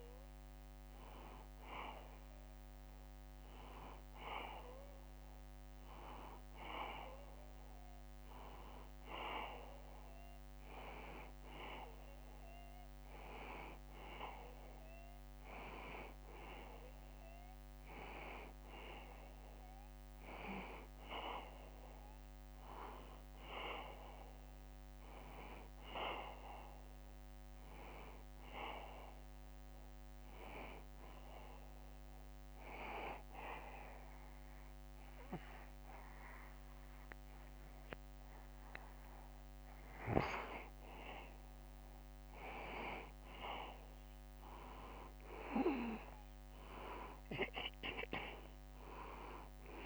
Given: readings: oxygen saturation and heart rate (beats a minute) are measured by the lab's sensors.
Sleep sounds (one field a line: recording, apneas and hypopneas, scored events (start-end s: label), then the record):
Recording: breathing in sleep by a microphone on the trachea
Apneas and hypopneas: 1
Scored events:
23.00-27.00 s: arousal
30.50-40.50 s: hypopnea (oxygen 93% before, 90% lowest, heart rate 76 before, 73 extreme)
45.00-48.50 s: arousal
From the record:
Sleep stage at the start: N2 (light sleep)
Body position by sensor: on the back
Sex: male